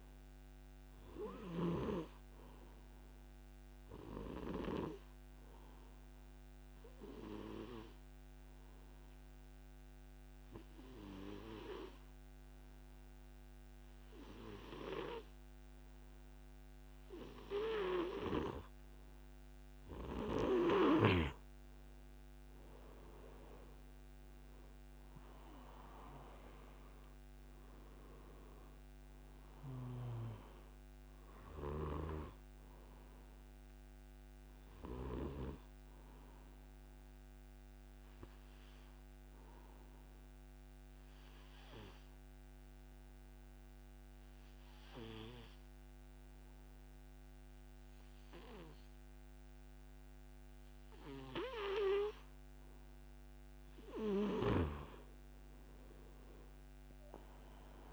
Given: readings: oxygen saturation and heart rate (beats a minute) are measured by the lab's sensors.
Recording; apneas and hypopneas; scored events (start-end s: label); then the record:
breathing in sleep by a microphone on the trachea; 2
0.00-20.50 s: oxygen desaturation (device-marked, oxygen 92% lowest)
4.50-20.00 s: obstructive apnea (oxygen 97% before, 88% lowest)
22.50-27.00 s: arousal
25.50-46.50 s: oxygen desaturation (device-marked, oxygen 95% before, 88% lowest)
36.50-52.50 s: obstructive apnea (oxygen 95% before, 85% lowest)
55.50-57.93 s: arousal
From the record:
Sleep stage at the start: N2 (light sleep); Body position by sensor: on the back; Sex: male